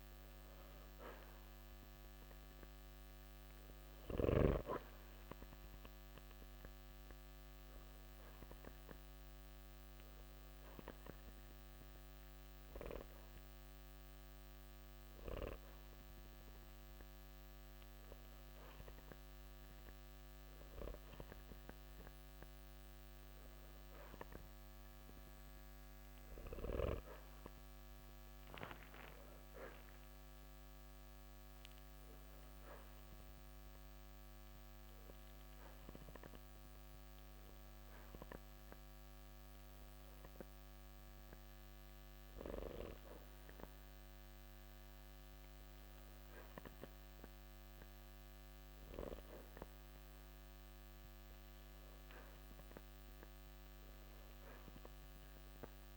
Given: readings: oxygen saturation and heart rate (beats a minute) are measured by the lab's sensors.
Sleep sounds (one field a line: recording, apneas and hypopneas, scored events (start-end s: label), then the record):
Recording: breathing in sleep by a microphone on the trachea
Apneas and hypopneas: 2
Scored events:
0.00-2.00 s: arousal
7.50-26.00 s: hypopnea (oxygen 94% before, 91% lowest, heart rate 55 before, 54 extreme, up 2 after)
29.00-32.50 s: arousal
31.00-49.00 s: oxygen desaturation (device-marked, oxygen 94% before, 91% lowest, heart rate 55 before, 54 extreme)
35.50-51.50 s: hypopnea (oxygen 94% before, 91% lowest, heart rate 55 before, 55 extreme, up 0 after)
54.00-55.97 s: arousal
From the record:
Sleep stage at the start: N2 (light sleep)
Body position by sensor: on the back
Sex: male